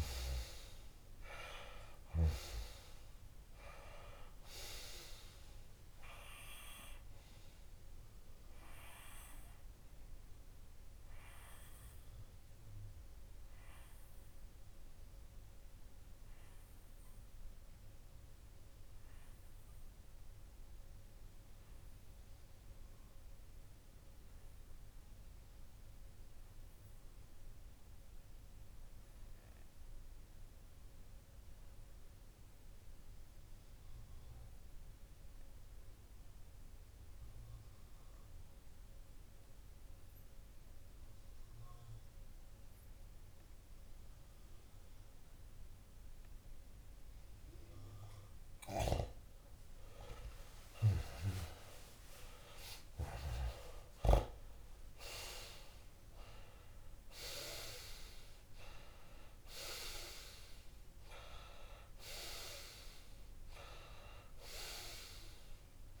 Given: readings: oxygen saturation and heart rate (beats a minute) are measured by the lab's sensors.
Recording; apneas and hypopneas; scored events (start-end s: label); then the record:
breathing in sleep by a room microphone; 1
10.00-48.00 s: obstructive apnea (oxygen 99% before, 94% lowest)
49.50-54.50 s: arousal
51.50-66.00 s: oxygen desaturation (device-marked, oxygen 98% before, 94% lowest)
From the record:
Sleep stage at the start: N2 (light sleep); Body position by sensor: on the left side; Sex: male